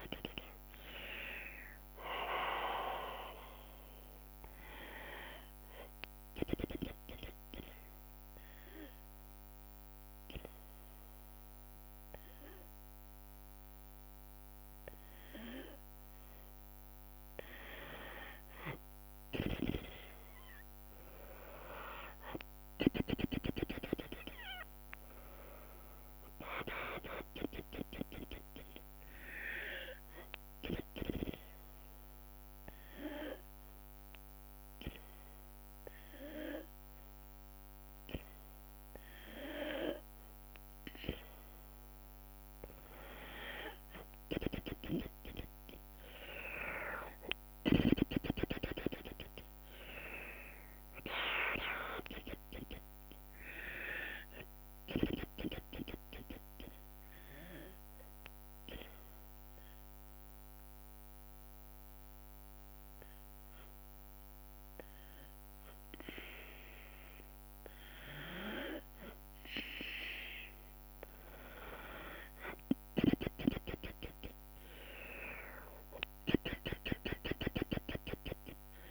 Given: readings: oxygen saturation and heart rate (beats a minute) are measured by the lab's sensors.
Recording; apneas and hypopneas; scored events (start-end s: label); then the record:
breathing in sleep by a microphone on the trachea; 3
0.00-9.00 s: drop in pulse transit time (device-marked, heart rate 73 extreme)
0.50-4.00 s: arousal
1.00-19.00 s: oxygen desaturation (device-marked, oxygen 96% before, 92% lowest, heart rate 76 before, 58 extreme)
6.50-17.00 s: mixed apnea (oxygen 96% before, 92% lowest, heart rate 70 before, 58 extreme, up 12 after)
23.00-35.00 s: drop in pulse transit time (device-marked, heart rate 69 before, 61 extreme)
25.00-27.50 s: arousal
26.00-38.00 s: oxygen desaturation (device-marked, oxygen 97% before, 93% lowest, heart rate 68 before, 58 extreme)
30.00-41.50 s: obstructive apnea (oxygen 97% before, 92% lowest, heart rate 68 before, 58 extreme, up 22 after)
48.00-60.00 s: drop in pulse transit time (device-marked, heart rate 68 before, 68 extreme)
49.00-68.00 s: oxygen desaturation (device-marked, oxygen 97% before, 92% lowest, heart rate 69 before, 61 extreme)
50.00-53.50 s: arousal
57.50-68.50 s: mixed apnea (oxygen 97% before, 92% lowest, heart rate 73 before, 61 extreme, up 7 after)
71.50-75.50 s: arousal
74.00-78.91 s: drop in pulse transit time (device-marked, heart rate 66 before, 65 extreme)
76.00-78.91 s: oxygen desaturation (device-marked, oxygen 98% before, 93% lowest, heart rate 65 before, 56 extreme)
From the record:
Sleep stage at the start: N2 (light sleep); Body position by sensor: on the back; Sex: female